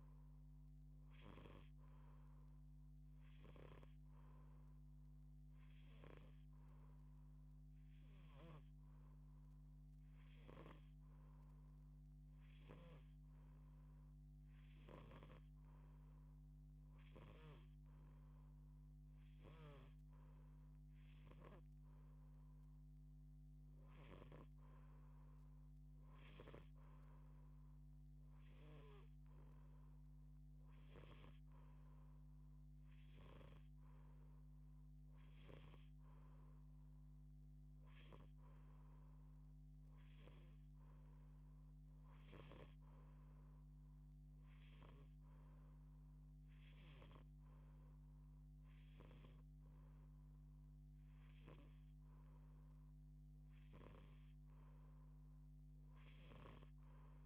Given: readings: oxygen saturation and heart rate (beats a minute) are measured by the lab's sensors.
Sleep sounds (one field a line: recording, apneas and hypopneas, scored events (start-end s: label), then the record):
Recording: breathing in sleep by a microphone on the trachea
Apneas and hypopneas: 1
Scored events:
3.50-14.50 s: hypopnea (oxygen 89% before, 86% lowest)
16.50-20.00 s: arousal
From the record:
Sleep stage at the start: N2 (light sleep)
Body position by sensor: on the back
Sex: female